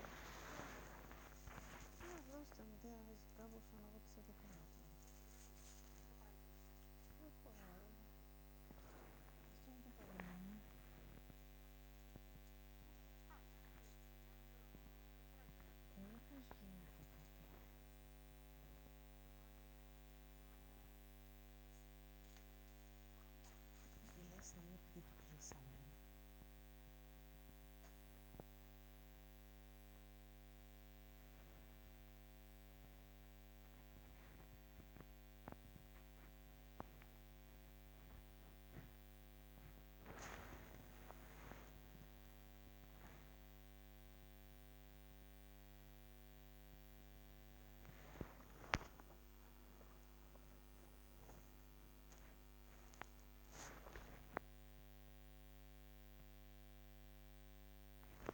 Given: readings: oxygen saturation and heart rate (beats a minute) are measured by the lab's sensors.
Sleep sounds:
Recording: a person awake in a sleep study, by a microphone on the trachea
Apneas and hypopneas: none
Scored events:
none scored
From the record:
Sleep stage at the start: awake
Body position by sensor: on the back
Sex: female

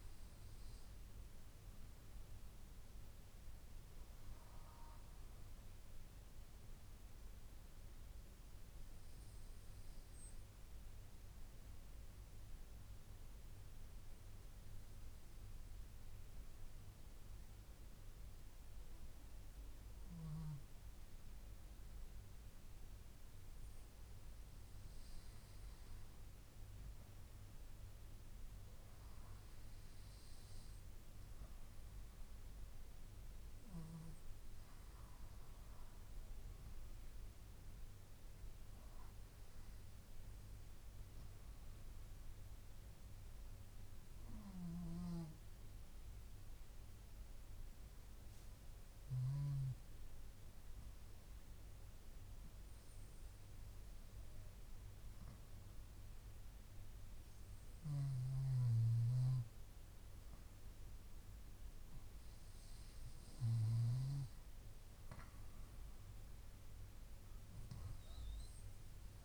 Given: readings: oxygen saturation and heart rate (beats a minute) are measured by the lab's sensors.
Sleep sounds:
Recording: breathing in sleep, hard to hear, by a room microphone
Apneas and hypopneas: 2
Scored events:
11.00-24.50 s: hypopnea (oxygen 97% before, 93% lowest)
25.50-44.50 s: oxygen desaturation (device-marked, oxygen 97% before, 93% lowest)
27.00-31.00 s: arousal
42.00-54.00 s: hypopnea (oxygen 97% before, 93% lowest)
61.50-65.00 s: arousal
From the record:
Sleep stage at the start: N2 (light sleep)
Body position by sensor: on the left side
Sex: female

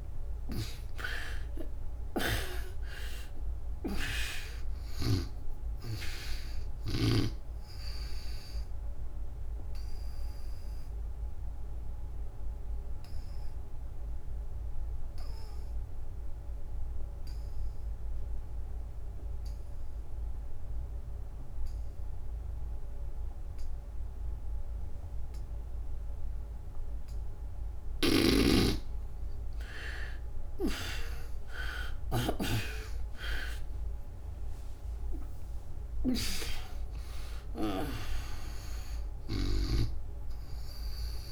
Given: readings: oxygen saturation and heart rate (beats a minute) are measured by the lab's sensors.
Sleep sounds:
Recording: breathing in sleep by a room microphone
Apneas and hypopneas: 1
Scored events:
0.00-5.00 s: snoring (device-marked)
5.00-20.00 s: oxygen desaturation (device-marked, oxygen 97% before, 77% lowest, heart rate 70 before, 63 extreme)
9.00-27.50 s: obstructive apnea (oxygen 97% before, 77% lowest, heart rate 76 before, 63 extreme, up 26 after)
26.00-32.00 s: oxygen desaturation (device-marked, oxygen 98% before, 92% lowest, heart rate 77 before, 65 extreme)
27.50-39.50 s: snoring (device-marked)
31.50-36.00 s: arousal
34.00-41.32 s: oxygen desaturation (device-marked, oxygen 97% before, 77% lowest, heart rate 69 before, 65 extreme)
From the record:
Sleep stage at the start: N2 (light sleep)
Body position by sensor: on the back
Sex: female

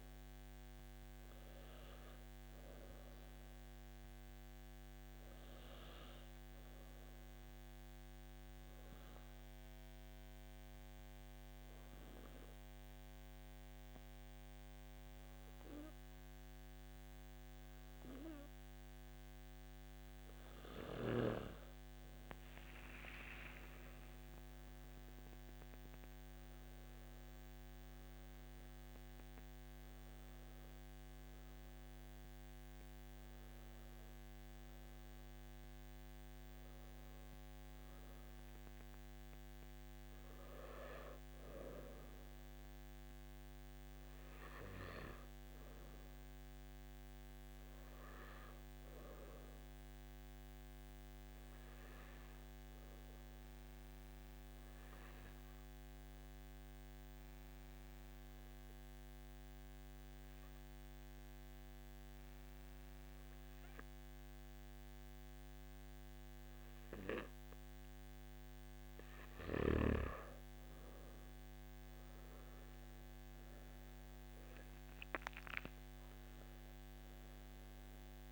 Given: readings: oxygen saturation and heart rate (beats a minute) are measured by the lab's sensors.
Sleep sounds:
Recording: breathing in sleep by a microphone on the trachea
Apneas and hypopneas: 2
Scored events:
7.00-20.50 s: obstructive apnea (oxygen 97% before, 91% lowest, heart rate 60 before, 53 extreme, up 13 after)
22.50-50.50 s: oxygen desaturation (device-marked, oxygen 97% before, 91% lowest, heart rate 56 before, 53 extreme)
49.50-69.00 s: obstructive apnea (oxygen 97% before, 91% lowest, heart rate 57 before, 55 extreme, up 14 after)
69.50-78.32 s: oxygen desaturation (device-marked, oxygen 97% before, 91% lowest, heart rate 56 before, 54 extreme)
From the record:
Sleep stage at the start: N1 (lightest sleep)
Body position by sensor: on the back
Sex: male

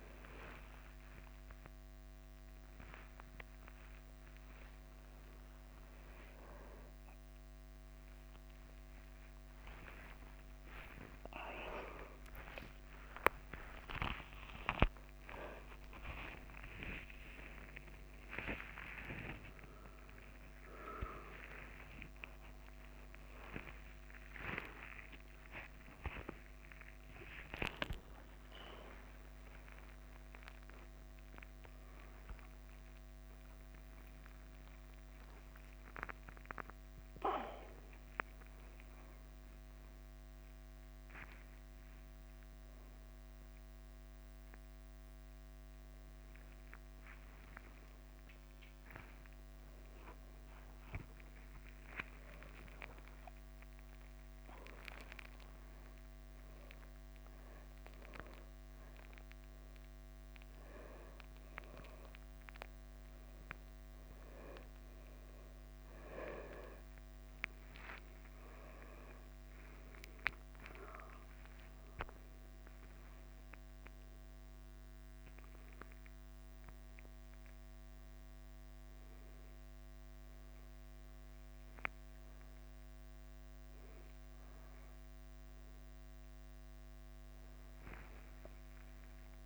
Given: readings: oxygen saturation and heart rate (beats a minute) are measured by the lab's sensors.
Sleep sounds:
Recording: a person awake in a sleep study, by a microphone on the trachea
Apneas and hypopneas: none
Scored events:
0.00-7.00 s: bradycardia (device-marked, heart rate 46 extreme)
2.00-89.46 s: new sleep stage, awake
15.00-18.00 s: tachycardia (device-marked, heart rate 52 before, 100 extreme)
15.50-17.50 s: long interval between heartbeats (device-marked, heart rate 58 before, 99 extreme)
18.00-20.00 s: long interval between heartbeats (device-marked, heart rate 65 before, 104 extreme)
28.00-30.00 s: long interval between heartbeats (device-marked, heart rate 84 before, 97 extreme)
50.00-58.00 s: tachycardia (device-marked, heart rate 55 before, 140 extreme)
53.00-55.00 s: long interval between heartbeats (device-marked, heart rate 69 before, 109 extreme)
60.00-62.00 s: long interval between heartbeats (device-marked, heart rate 91 before, 99 extreme)
63.00-65.00 s: long interval between heartbeats (device-marked, heart rate 94 before, 82 extreme)
68.00-78.00 s: oxygen desaturation (device-marked, oxygen 100% before, 96% lowest, heart rate 97 before, 63 extreme)
75.50-77.50 s: long interval between heartbeats (device-marked, heart rate 101 before, 85 extreme)
From the record:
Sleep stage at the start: N1 (lightest sleep)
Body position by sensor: upright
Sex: male

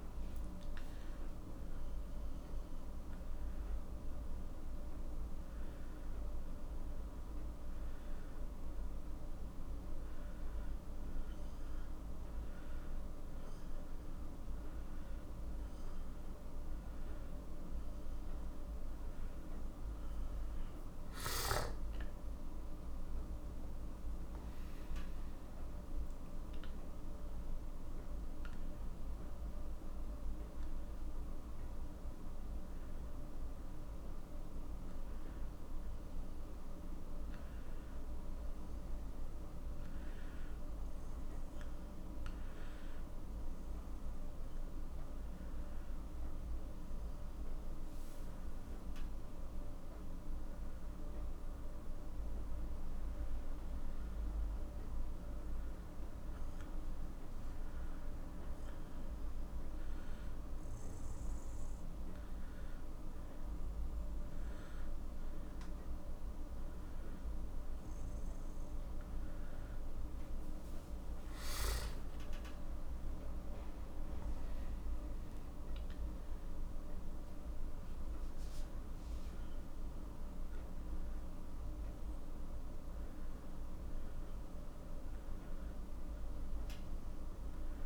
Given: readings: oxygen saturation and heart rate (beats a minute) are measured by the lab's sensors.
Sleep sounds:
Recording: breathing in sleep, hard to hear, by a room microphone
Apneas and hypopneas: 2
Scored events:
2.50-22.50 s: oxygen desaturation (device-marked, oxygen 99% before, 92% lowest, heart rate 60 before, 57 extreme)
3.50-19.50 s: obstructive apnea (oxygen 99% before, 90% lowest, heart rate 60 before, 57 extreme, up 3 after)
21.50-25.00 s: arousal
41.50-64.50 s: oxygen desaturation (device-marked, oxygen 93% before, 90% lowest, heart rate 59 before, 57 extreme)
46.50-61.50 s: obstructive apnea (oxygen 93% before, 90% lowest, heart rate 58 before, 57 extreme, up 1 after)
69.00-74.00 s: arousal
From the record:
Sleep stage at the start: N1 (lightest sleep)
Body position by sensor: on the back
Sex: male

